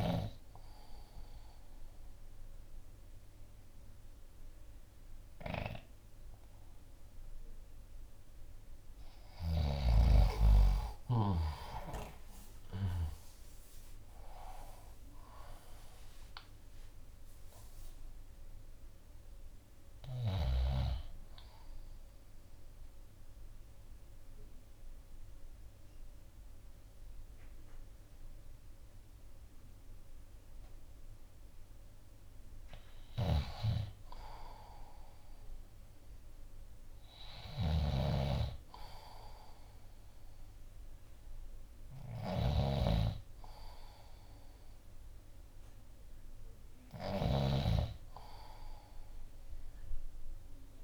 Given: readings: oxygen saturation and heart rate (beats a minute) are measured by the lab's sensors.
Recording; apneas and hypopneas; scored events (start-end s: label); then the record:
breathing in sleep by a room microphone; 1
11.00-17.00 s: arousal
12.00-25.00 s: drop in pulse transit time (device-marked, heart rate 58 before, 56 extreme)
20.50-32.50 s: central apnea (oxygen 93% before, 91% lowest, heart rate 62 before, 54 extreme, up 7 after)
33.00-50.84 s: snoring (device-marked)
36.00-40.50 s: arousal
47.00-50.84 s: oxygen desaturation (device-marked, oxygen 97% before, 92% lowest, heart rate 58 before, 58 extreme)
From the record:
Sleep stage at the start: N2 (light sleep); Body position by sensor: on the left side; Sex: male